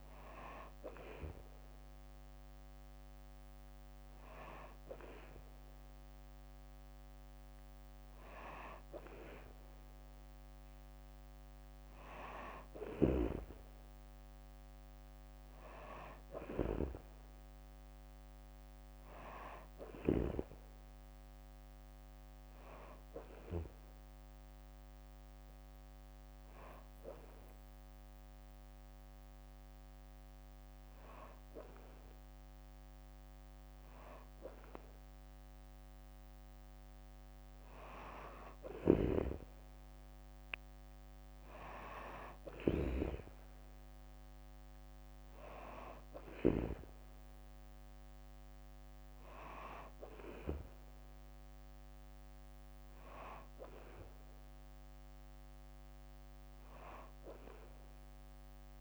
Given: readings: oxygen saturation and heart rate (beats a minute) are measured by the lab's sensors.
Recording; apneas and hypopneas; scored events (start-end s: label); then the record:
breathing in sleep by a microphone on the trachea; 1
12.50-20.00 s: snoring (device-marked)
25.00-36.50 s: hypopnea (oxygen 95% before, 92% lowest, heart rate 69 before, 66 extreme, up 3 after)
28.00-58.81 s: new sleep stage, N2 (light sleep)
38.50-46.50 s: snoring (device-marked)
39.50-42.00 s: arousal
From the record:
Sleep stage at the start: N3 (deep sleep); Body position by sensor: on the back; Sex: female